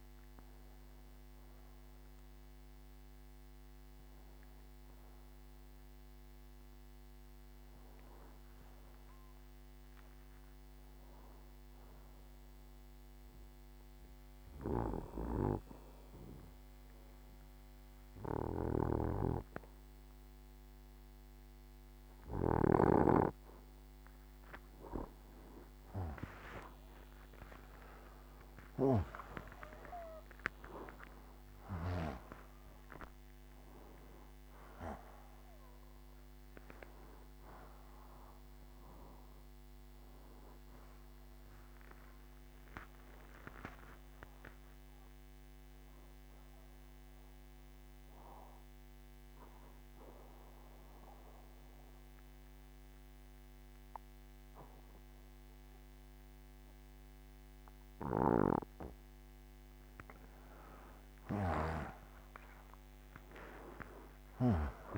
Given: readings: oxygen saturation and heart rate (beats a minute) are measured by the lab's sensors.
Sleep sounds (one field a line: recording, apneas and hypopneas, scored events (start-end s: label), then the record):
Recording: breathing in sleep by a microphone on the trachea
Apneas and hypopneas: 2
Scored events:
0.50-12.50 s: oxygen desaturation (device-marked, oxygen 93% before, 90% lowest, heart rate 84 before, 65 extreme)
3.00-24.50 s: obstructive apnea (oxygen 94% before, 90% lowest, heart rate 83 before, 65 extreme, up 45 after)
17.50-64.98 s: new sleep stage, N2 (light sleep)
27.50-32.50 s: arousal
43.00-60.00 s: obstructive apnea (oxygen 93% before, 88% lowest, heart rate 91 before, 62 extreme, up 21 after)
62.00-64.98 s: arousal
From the record:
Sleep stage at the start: N1 (lightest sleep)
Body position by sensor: on the right side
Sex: male